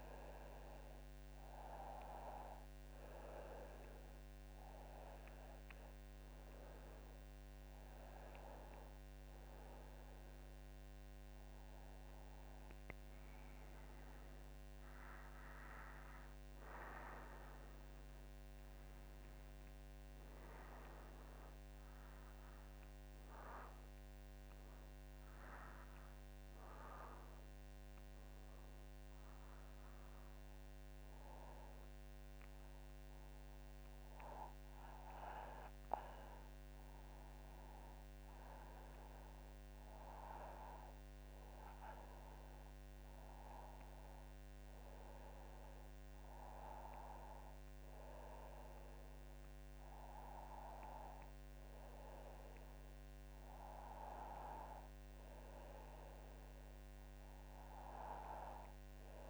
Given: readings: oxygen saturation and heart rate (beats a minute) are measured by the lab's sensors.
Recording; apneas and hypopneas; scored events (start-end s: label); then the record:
breathing in sleep by a microphone on the trachea; none
none scored
From the record:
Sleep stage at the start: N2 (light sleep); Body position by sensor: on the back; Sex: female